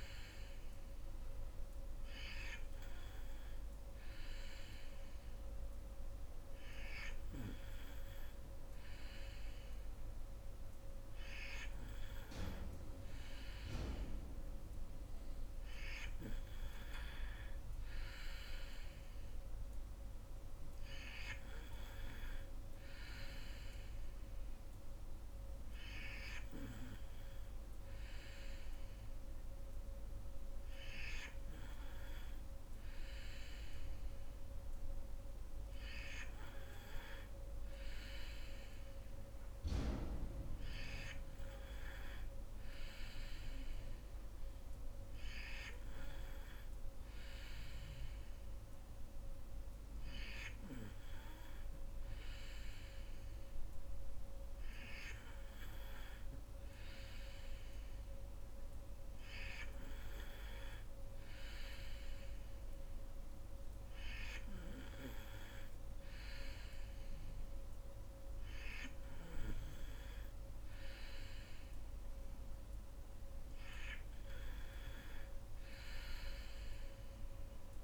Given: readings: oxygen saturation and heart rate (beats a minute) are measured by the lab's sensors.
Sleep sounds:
breathing in sleep by a room microphone; none
none scored
From the record:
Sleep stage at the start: N3 (deep sleep); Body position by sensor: on the back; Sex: female

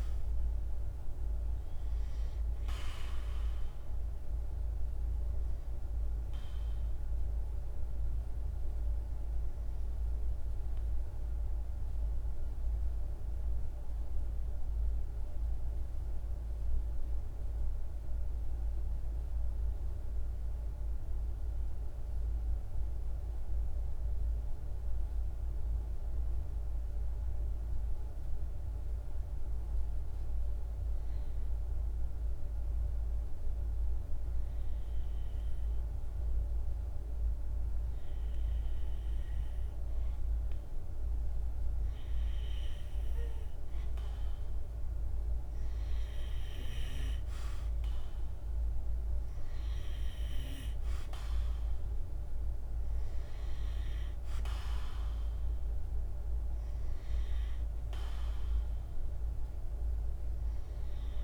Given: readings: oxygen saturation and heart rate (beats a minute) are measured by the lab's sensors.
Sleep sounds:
breathing in sleep, hard to hear, by a room microphone; 1
0.00-16.00 s: oxygen desaturation (device-marked, oxygen 91% lowest, heart rate 52 extreme)
14.00-36.00 s: hypopnea (oxygen 96% before, 91% lowest, heart rate 56 before, 52 extreme, up 0 after)
33.00-57.00 s: oxygen desaturation (device-marked, oxygen 99% before, 91% lowest, heart rate 52 before, 52 extreme)
37.50-41.50 s: arousal
From the record:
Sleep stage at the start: N2 (light sleep); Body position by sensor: on the right side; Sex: male

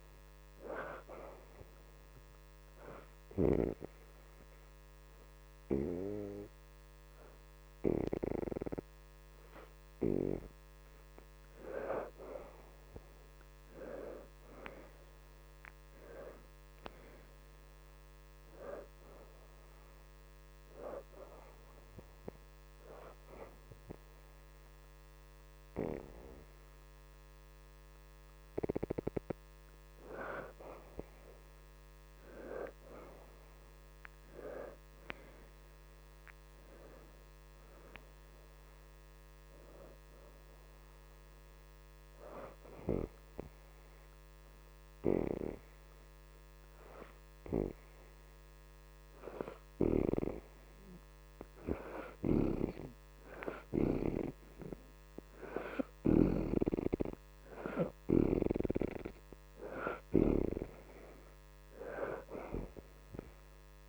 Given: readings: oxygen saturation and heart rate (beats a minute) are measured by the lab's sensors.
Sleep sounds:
breathing in sleep by a microphone on the trachea; 2
1.00-12.00 s: obstructive apnea (oxygen 82% before, 68% lowest, heart rate 80 before, 59 extreme, up 19 after)
1.50-19.50 s: oxygen desaturation (device-marked, oxygen 82% before, 73% lowest, heart rate 80 before, 59 extreme)
13.50-17.00 s: arousal
21.50-37.50 s: oxygen desaturation (device-marked, oxygen 81% before, 68% lowest, heart rate 72 before, 64 extreme)
37.00-39.50 s: arousal
39.50-57.50 s: oxygen desaturation (device-marked, oxygen 82% before, 69% lowest, heart rate 76 before, 64 extreme)
41.50-51.50 s: hypopnea (oxygen 82% before, 66% lowest, heart rate 75 before, 64 extreme, up 2 after)
54.00-59.00 s: arousal
59.50-63.89 s: oxygen desaturation (device-marked, oxygen 83% before, 70% lowest, heart rate 73 before, 78 extreme)
From the record:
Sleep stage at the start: N2 (light sleep); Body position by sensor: upright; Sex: female

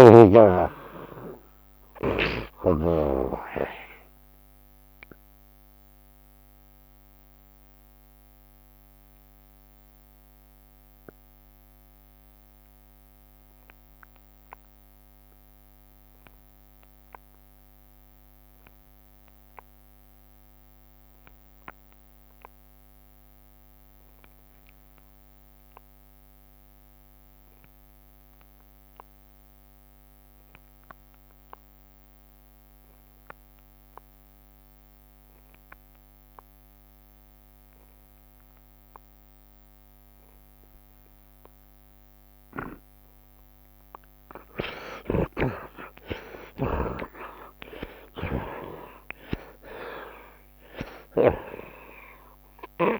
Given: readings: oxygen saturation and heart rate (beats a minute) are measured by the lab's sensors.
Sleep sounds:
breathing in sleep by a microphone on the trachea; 1
0.00-3.50 s: snoring (device-marked)
0.00-18.50 s: oxygen desaturation (device-marked, oxygen 50% lowest, heart rate 72 extreme)
4.00-42.00 s: mixed apnea (oxygen 59% before, 50% lowest, heart rate 90 before, 72 extreme, up 14 after)
23.50-53.00 s: oxygen desaturation (device-marked, oxygen 84% before, 52% lowest, heart rate 81 before, 75 extreme)
44.50-49.00 s: arousal
46.00-48.00 s: long interval between heartbeats (device-marked, heart rate 76 before, 86 extreme)
From the record:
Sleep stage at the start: N2 (light sleep); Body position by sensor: on the right side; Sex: male

